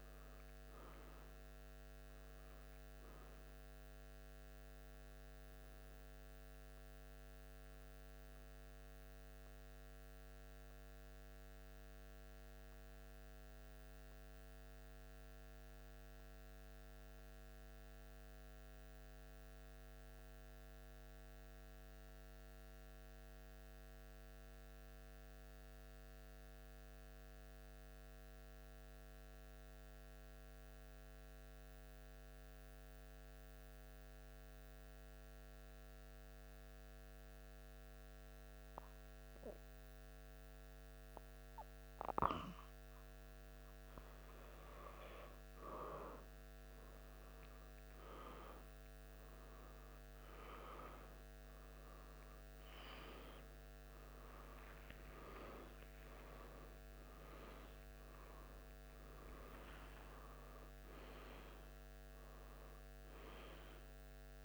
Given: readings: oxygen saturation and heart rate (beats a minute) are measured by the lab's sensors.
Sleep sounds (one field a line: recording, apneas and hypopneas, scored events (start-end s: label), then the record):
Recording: breathing in sleep by a microphone on the trachea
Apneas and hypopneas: 1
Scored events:
10.00-42.50 s: central apnea (oxygen 97% before, 92% lowest, heart rate 76 before, 73 extreme, up 2 after)
53.50-58.50 s: arousal
From the record:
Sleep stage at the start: N2 (light sleep)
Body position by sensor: on the back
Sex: male